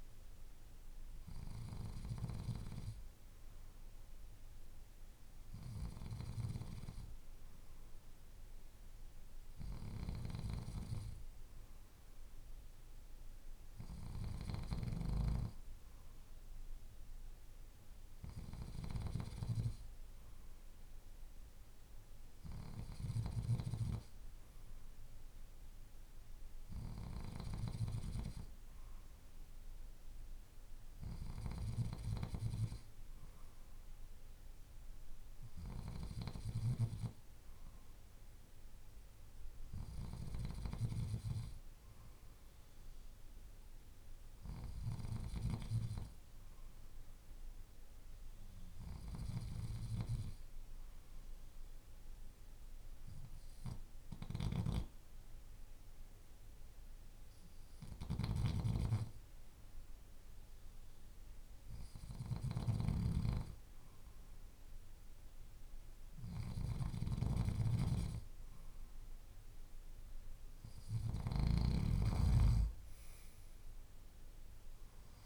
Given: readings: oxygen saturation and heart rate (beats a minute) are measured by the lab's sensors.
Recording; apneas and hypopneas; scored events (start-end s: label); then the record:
breathing in sleep by a room microphone; 1
50.00-62.00 s: hypopnea (oxygen 94% before, 93% lowest, heart rate 52 before, 51 extreme, up 1 after)
64.00-68.50 s: arousal
From the record:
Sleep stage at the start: N2 (light sleep); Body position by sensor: on the left side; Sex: male